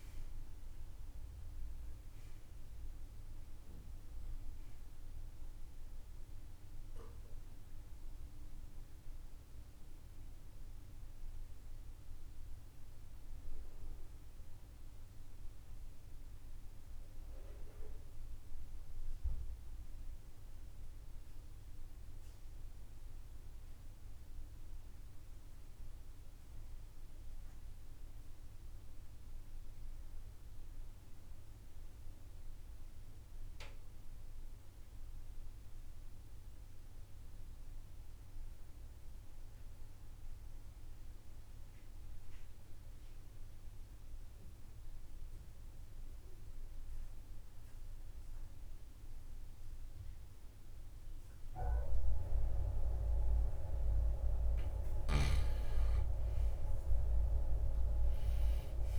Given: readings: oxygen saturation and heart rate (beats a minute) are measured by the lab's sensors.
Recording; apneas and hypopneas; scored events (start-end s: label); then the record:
breathing in sleep by a room microphone; 1
0.00-26.00 s: oxygen desaturation (device-marked, oxygen 79% lowest, heart rate 55 extreme)
14.00-54.50 s: mixed apnea (oxygen 93% before, 76% lowest, heart rate 81 before, 47 extreme, up 28 after)
51.00-58.99 s: oxygen desaturation (device-marked, oxygen 97% before, 76% lowest, heart rate 59 before, 49 extreme)
56.00-58.99 s: arousal
From the record:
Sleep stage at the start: N2 (light sleep); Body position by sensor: on the right side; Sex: male